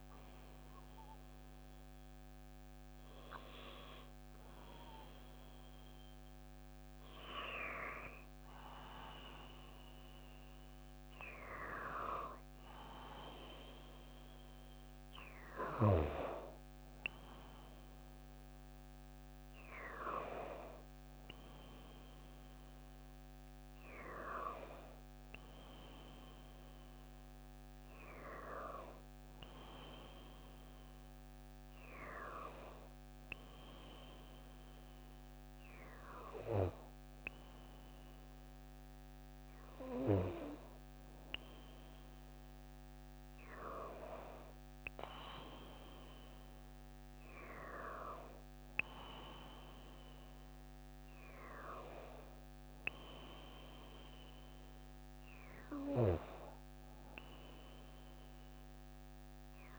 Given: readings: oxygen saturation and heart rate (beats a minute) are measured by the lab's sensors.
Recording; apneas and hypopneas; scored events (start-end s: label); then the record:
a person awake in a sleep study, by a microphone on the trachea; none
none scored
From the record:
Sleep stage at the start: awake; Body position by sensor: on the back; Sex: female